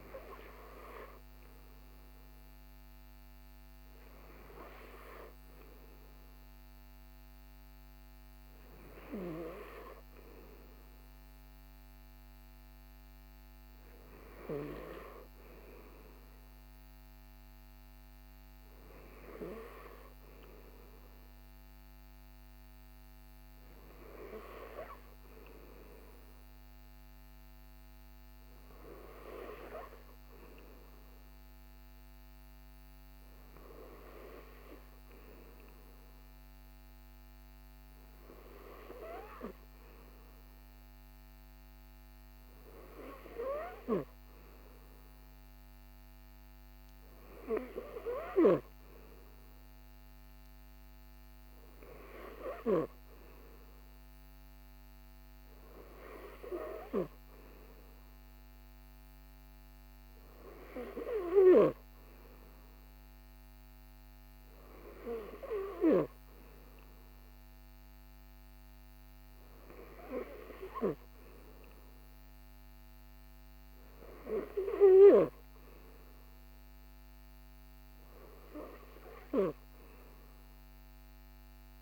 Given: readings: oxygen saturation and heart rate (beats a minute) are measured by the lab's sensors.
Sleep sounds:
breathing in sleep by a microphone on the trachea; none
none scored
From the record:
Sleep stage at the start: N3 (deep sleep); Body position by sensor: on the right side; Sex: male

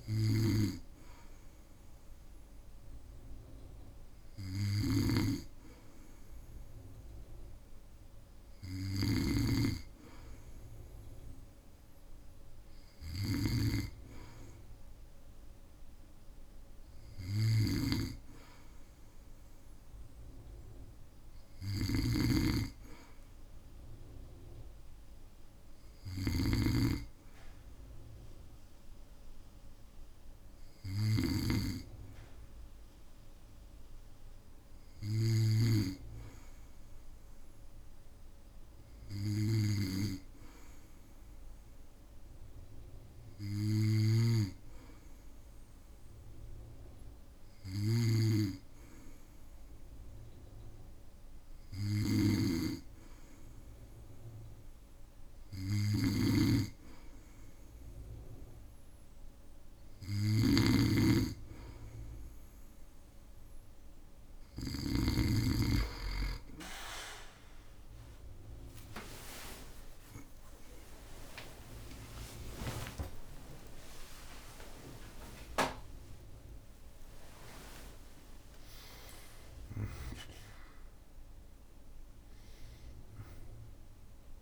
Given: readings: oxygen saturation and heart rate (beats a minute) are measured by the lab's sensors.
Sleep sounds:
breathing in sleep by a room microphone; 1
0.00-35.50 s: snoring (device-marked)
24.00-27.50 s: arousal
31.00-52.50 s: hypopnea (oxygen 97% before, 94% lowest, heart rate 58 before, 56 extreme, up 1 after)
43.50-65.00 s: snoring (device-marked)
54.50-57.50 s: arousal
68.50-74.00 s: arousal
73.50-84.42 s: oxygen desaturation (device-marked, oxygen 97% before, 94% lowest, heart rate 60 before, 53 extreme)
From the record:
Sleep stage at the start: N2 (light sleep); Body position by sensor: on the back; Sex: male

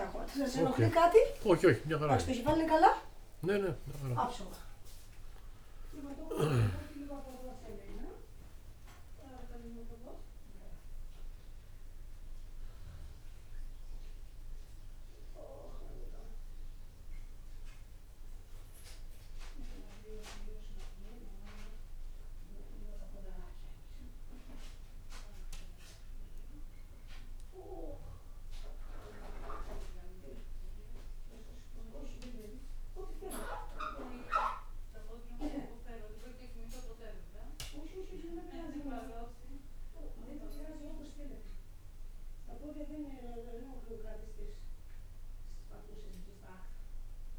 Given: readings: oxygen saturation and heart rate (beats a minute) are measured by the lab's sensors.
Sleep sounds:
a person awake in a sleep study, by a room microphone; none
0.50-7.00 s: snoring (device-marked)
From the record:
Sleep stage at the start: awake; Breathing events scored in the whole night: 225 in 4.0 hours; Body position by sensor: on the back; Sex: male

